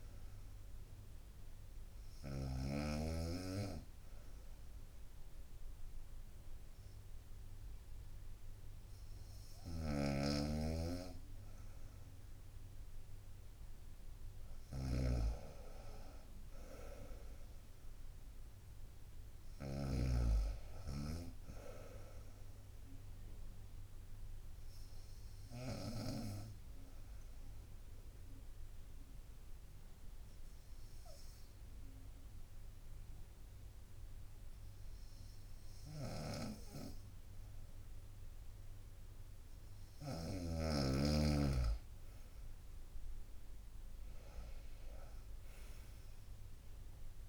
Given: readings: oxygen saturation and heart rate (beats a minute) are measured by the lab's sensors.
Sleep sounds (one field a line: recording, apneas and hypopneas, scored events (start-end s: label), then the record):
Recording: breathing in sleep by a room microphone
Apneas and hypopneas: 2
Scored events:
3.50-14.00 s: hypopnea (oxygen 95% before, 94% lowest, heart rate 67 before, 62 extreme, up 4 after)
9.50-26.00 s: snoring (device-marked)
15.50-18.50 s: arousal
25.50-39.50 s: obstructive apnea (oxygen 95% before, 93% lowest, heart rate 65 before, 62 extreme, up 3 after)
36.00-40.50 s: snoring (device-marked)
41.50-45.00 s: arousal
From the record:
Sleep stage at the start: N2 (light sleep)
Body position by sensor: on the right side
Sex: female